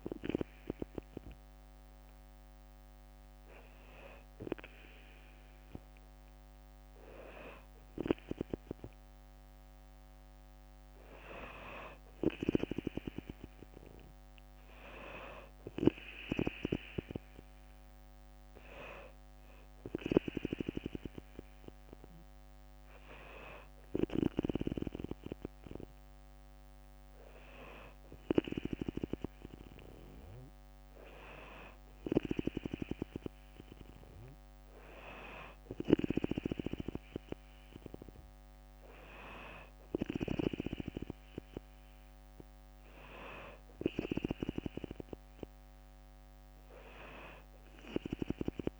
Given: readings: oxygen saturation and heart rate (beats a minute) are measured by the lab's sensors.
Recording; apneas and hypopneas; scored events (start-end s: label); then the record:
breathing in sleep by a microphone on the trachea; none
none scored
From the record:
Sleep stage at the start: N2 (light sleep); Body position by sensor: on the back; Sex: female